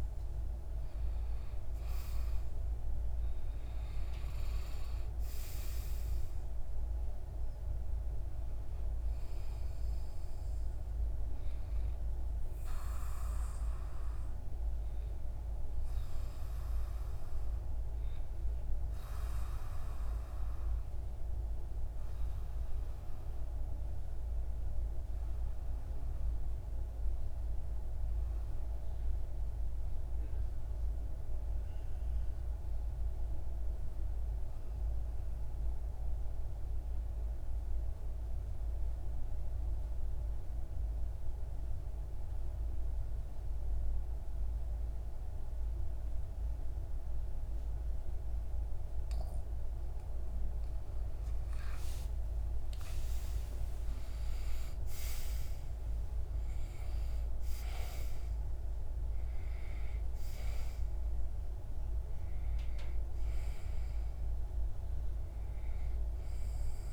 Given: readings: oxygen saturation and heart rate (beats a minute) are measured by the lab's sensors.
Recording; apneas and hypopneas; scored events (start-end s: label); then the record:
breathing in sleep, hard to hear, by a room microphone; 1
0.00-1.00 s: arousal
18.50-49.50 s: obstructive apnea (oxygen 97% before, 92% lowest)
50.50-56.00 s: arousal
51.00-66.93 s: oxygen desaturation (device-marked, oxygen 97% before, 92% lowest)
From the record:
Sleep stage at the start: N2 (light sleep); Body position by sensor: on the back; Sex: male